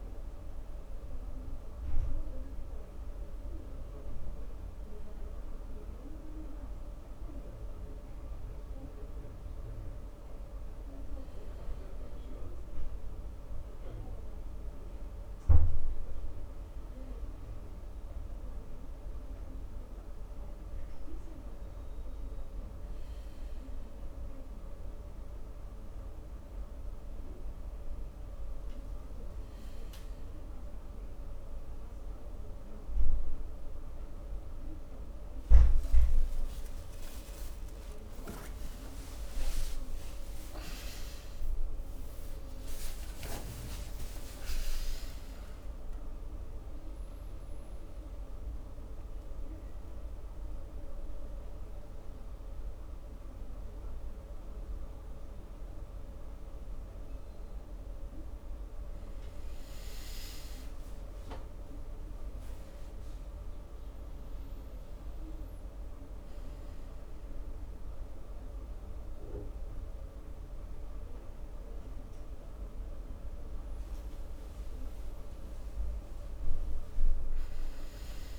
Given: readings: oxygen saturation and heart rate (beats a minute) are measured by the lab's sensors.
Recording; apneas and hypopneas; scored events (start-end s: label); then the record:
breathing in sleep, hard to hear, by a room microphone; 1
18.00-21.00 s: arousal
23.50-36.50 s: hypopnea (oxygen 98% before, 94% lowest, heart rate 46 before, 25 extreme, up 11 after)
39.50-46.00 s: arousal
From the record:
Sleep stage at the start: N1 (lightest sleep); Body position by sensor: on the back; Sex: male